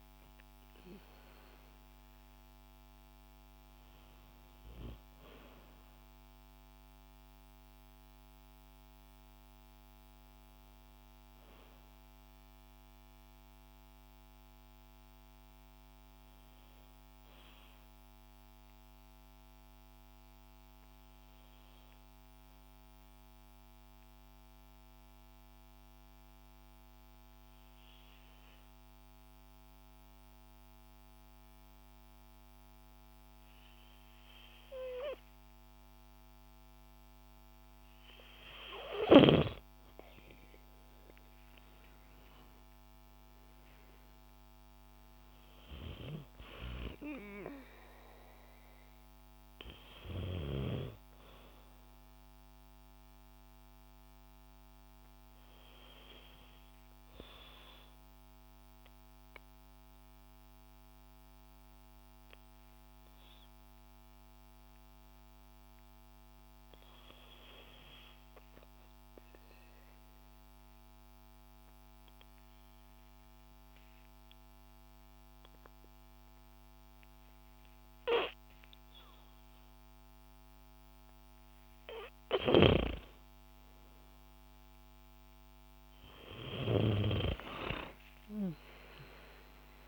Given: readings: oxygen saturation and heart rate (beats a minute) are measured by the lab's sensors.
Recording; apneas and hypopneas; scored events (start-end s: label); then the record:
breathing in sleep by a microphone on the trachea; 2
0.00-20.50 s: oxygen desaturation (device-marked, oxygen 91% lowest, heart rate 55 extreme)
22.00-37.00 s: obstructive apnea (oxygen 96% before, 91% lowest, heart rate 59 before, 55 extreme, up 10 after)
38.50-65.50 s: oxygen desaturation (device-marked, oxygen 97% before, 91% lowest, heart rate 57 before, 52 extreme)
41.50-45.50 s: arousal
60.00-80.00 s: obstructive apnea (oxygen 96% before, 91% lowest, heart rate 60 before, 52 extreme, up 2 after)
77.50-89.88 s: oxygen desaturation (device-marked, oxygen 97% before, 91% lowest, heart rate 58 before, 52 extreme)
83.00-87.00 s: arousal
From the record:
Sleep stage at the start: N2 (light sleep); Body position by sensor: on the back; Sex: female